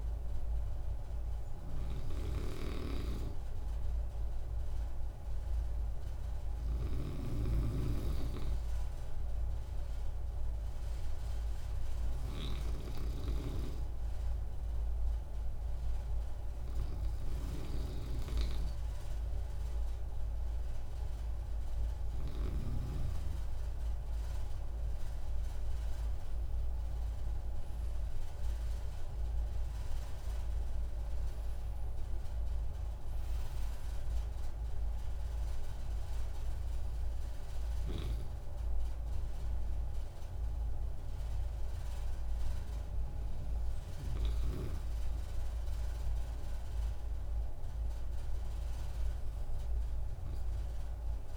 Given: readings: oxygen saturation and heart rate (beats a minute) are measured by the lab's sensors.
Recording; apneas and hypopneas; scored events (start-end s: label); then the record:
breathing in sleep by a room microphone; none
0.00-7.00 s: snoring (device-marked)
13.00-22.50 s: snoring (device-marked)
From the record:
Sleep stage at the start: N2 (light sleep); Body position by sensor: on the right side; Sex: male